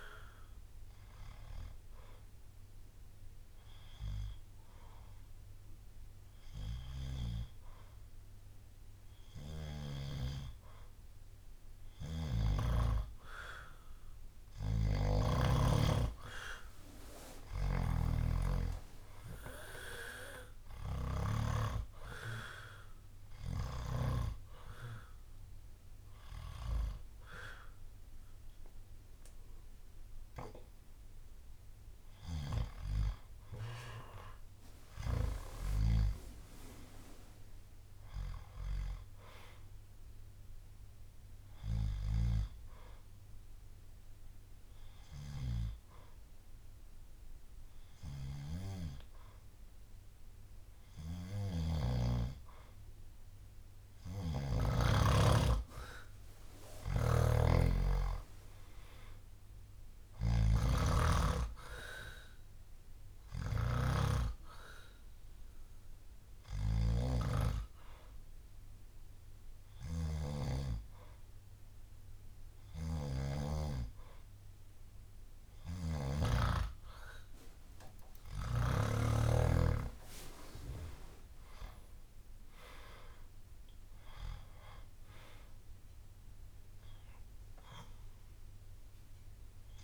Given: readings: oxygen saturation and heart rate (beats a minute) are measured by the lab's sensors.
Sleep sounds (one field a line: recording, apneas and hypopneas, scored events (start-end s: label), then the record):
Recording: breathing in sleep by a room microphone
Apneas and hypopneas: 4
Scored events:
0.00-7.50 s: drop in pulse transit time (device-marked, heart rate 60 extreme)
2.00-12.00 s: hypopnea (oxygen 96% before, 93% lowest, heart rate 64 before, 59 extreme, up 11 after)
8.00-10.00 s: long interval between heartbeats (device-marked, heart rate 65 before, 65 extreme)
12.00-15.50 s: snoring (device-marked)
14.00-17.00 s: arousal
17.50-24.00 s: snoring (device-marked)
22.00-32.00 s: hypopnea (oxygen 96% before, 93% lowest, heart rate 65 before, 59 extreme, up 15 after)
22.50-42.50 s: oxygen desaturation (device-marked, oxygen 96% before, 93% lowest, heart rate 65 before, 59 extreme)
24.50-26.50 s: bradycardia (device-marked, heart rate 67 before, 64 extreme)
34.50-38.00 s: arousal
38.50-48.50 s: drop in pulse transit time (device-marked, heart rate 66 before, 61 extreme)
42.00-52.50 s: hypopnea (oxygen 96% before, 93% lowest, heart rate 67 before, 61 extreme, up 9 after)
51.00-54.50 s: snoring (device-marked)
56.50-79.00 s: snoring (device-marked)
57.00-60.50 s: arousal
59.50-69.50 s: drop in pulse transit time (device-marked, heart rate 65 before, 61 extreme)
63.50-80.50 s: oxygen desaturation (device-marked, oxygen 96% before, 93% lowest, heart rate 65 before, 61 extreme)
64.50-76.00 s: hypopnea (oxygen 96% before, 93% lowest, heart rate 65 before, 61 extreme, up 13 after)
80.50-84.50 s: arousal
82.50-89.50 s: drop in pulse transit time (device-marked, heart rate 63 before, 64 extreme)
From the record:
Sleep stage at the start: N2 (light sleep)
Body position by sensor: on the back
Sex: male